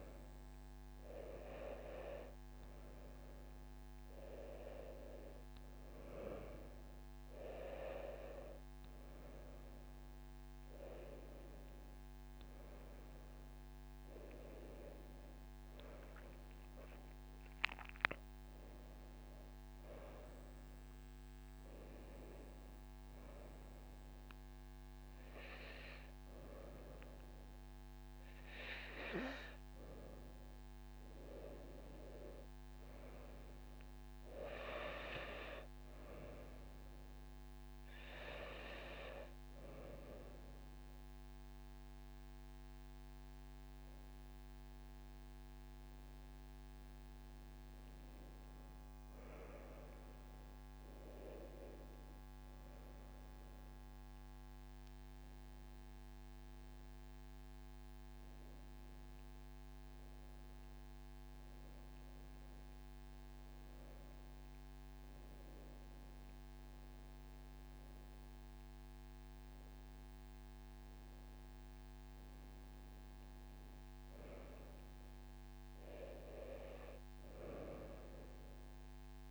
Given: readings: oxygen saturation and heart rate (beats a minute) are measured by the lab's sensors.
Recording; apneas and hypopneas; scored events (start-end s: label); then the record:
breathing in sleep by a microphone on the trachea; none
14.50-20.00 s: arousal
45.00-49.00 s: arousal
From the record:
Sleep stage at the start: N2 (light sleep); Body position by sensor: on the right side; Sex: female